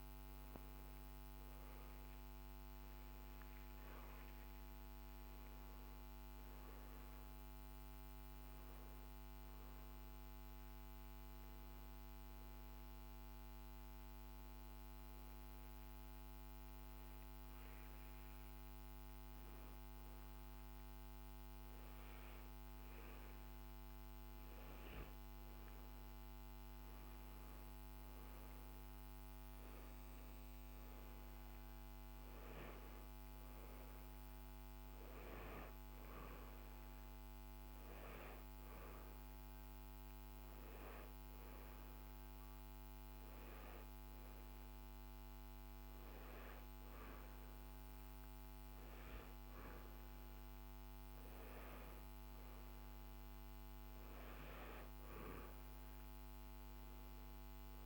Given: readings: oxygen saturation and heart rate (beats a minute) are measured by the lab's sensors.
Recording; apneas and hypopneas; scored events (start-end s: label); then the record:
breathing in sleep, hard to hear, by a microphone on the trachea; 2
5.50-10.50 s: arousal
14.50-25.50 s: hypopnea (oxygen 95% before, 93% lowest, heart rate 72 before, 60 extreme, up 2 after)
28.50-33.00 s: arousal
33.00-47.00 s: oxygen desaturation (device-marked, oxygen 97% before, 93% lowest, heart rate 61 before, 63 extreme)
41.50-51.50 s: hypopnea (oxygen 97% before, 93% lowest, heart rate 63 before, 58 extreme, up 8 after)
From the record:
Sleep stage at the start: N2 (light sleep); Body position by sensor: on the back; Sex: male